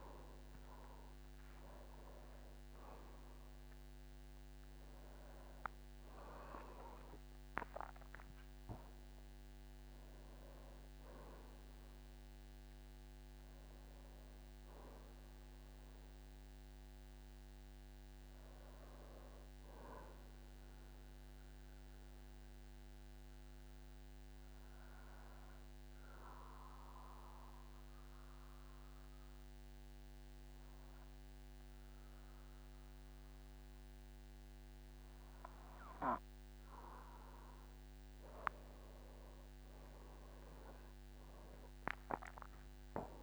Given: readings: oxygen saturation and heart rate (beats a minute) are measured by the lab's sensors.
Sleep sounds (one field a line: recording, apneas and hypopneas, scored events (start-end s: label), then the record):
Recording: breathing in sleep by a microphone on the trachea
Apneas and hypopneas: 1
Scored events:
0.00-3.00 s: arousal
0.00-16.00 s: oxygen desaturation (device-marked, oxygen 94% lowest, heart rate 49 extreme)
20.50-36.50 s: obstructive apnea (oxygen 97% before, 93% lowest, heart rate 63 before, 48 extreme, up 16 after)
38.50-43.00 s: arousal
From the record:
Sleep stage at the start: N2 (light sleep)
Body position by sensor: on the back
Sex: male